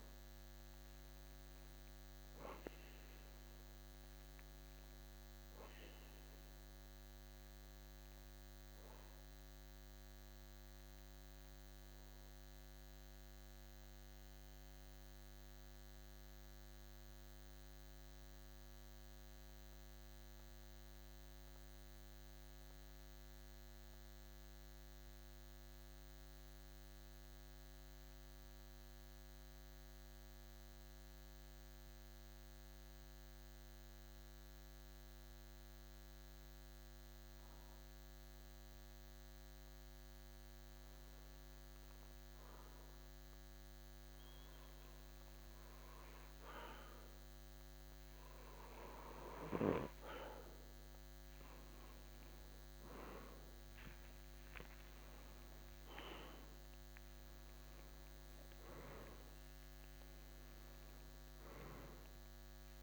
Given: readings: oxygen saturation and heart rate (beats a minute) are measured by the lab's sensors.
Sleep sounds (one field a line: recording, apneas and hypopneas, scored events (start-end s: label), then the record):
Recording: breathing in sleep by a microphone on the trachea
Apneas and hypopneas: 1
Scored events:
0.00-24.50 s: oxygen desaturation (device-marked, oxygen 91% lowest, heart rate 52 extreme)
5.50-9.00 s: arousal
11.50-48.50 s: mixed apnea (oxygen 96% before, 90% lowest, heart rate 56 before, 52 extreme, up 2 after)
50.00-54.00 s: arousal
From the record:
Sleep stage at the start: N2 (light sleep)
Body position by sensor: on the back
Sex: male